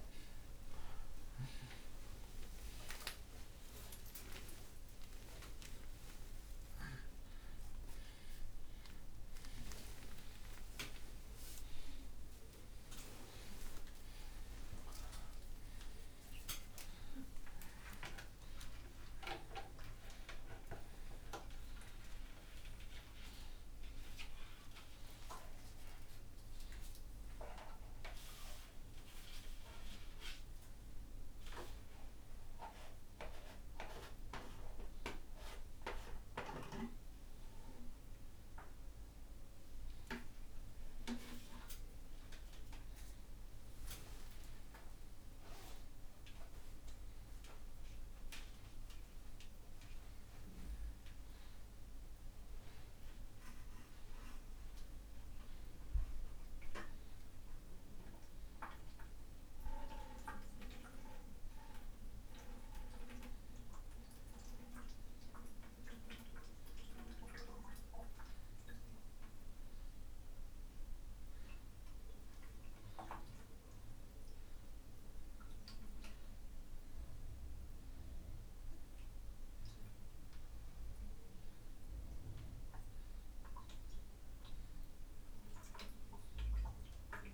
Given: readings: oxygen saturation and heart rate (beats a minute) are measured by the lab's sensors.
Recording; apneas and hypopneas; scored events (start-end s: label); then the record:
a person awake in a sleep study, by a room microphone; none
0.00-9.00 s: oxygen desaturation (device-marked, oxygen 97% before, 92% lowest)
From the record:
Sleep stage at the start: awake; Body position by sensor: upright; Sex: male